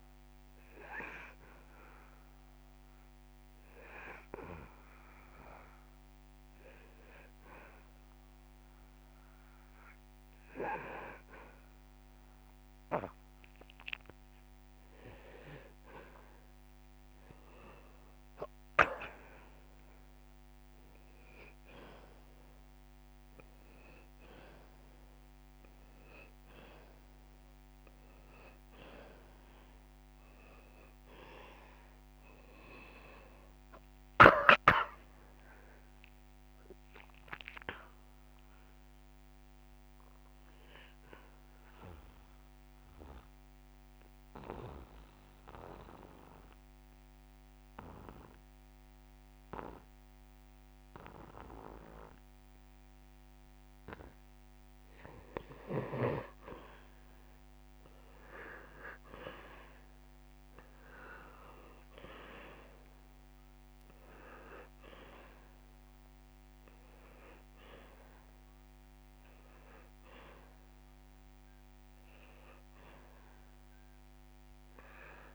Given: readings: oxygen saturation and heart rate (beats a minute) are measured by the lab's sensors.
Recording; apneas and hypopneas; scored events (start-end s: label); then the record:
breathing in sleep by a microphone on the trachea; 2
0.00-16.50 s: oxygen desaturation (device-marked, oxygen 88% lowest)
2.00-14.50 s: hypopnea (oxygen 98% before, 88% lowest)
18.50-22.00 s: arousal
42.00-56.00 s: mixed apnea (oxygen 99% before, 90% lowest)
51.00-53.00 s: long interval between heartbeats (device-marked)
58.50-62.00 s: arousal
65.50-75.35 s: oxygen desaturation (device-marked, oxygen 98% before, 90% lowest)
From the record:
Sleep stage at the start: N2 (light sleep); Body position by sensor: on the back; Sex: male